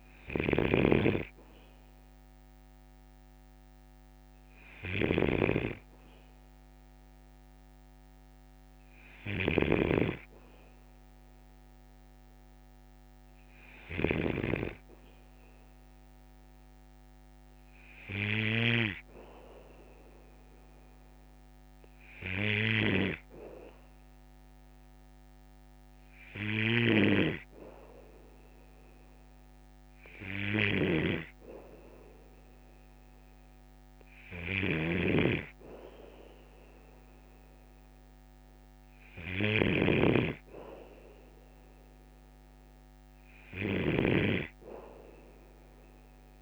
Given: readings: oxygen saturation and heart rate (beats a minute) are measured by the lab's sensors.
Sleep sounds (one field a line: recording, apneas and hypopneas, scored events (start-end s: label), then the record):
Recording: breathing in sleep by a microphone on the trachea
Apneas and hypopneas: none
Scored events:
0.00-18.50 s: snoring (device-marked)
26.00-46.42 s: snoring (device-marked)
From the record:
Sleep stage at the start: N2 (light sleep)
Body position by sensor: on the back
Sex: male